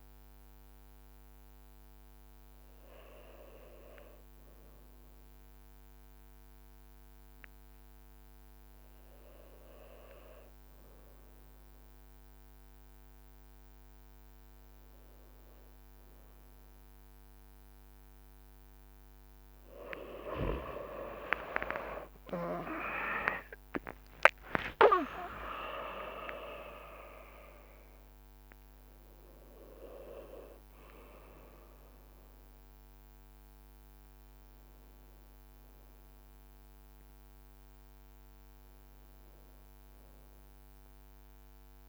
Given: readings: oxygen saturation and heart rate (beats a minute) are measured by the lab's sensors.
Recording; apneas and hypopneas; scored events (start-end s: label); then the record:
breathing in sleep by a microphone on the trachea; none
19.00-28.00 s: leg movement (device-marked)
20.00-24.00 s: arousal
24.50-26.50 s: long interval between heartbeats (device-marked, heart rate 62 before, 86 extreme)
From the record:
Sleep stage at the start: N1 (lightest sleep); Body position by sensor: on the back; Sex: male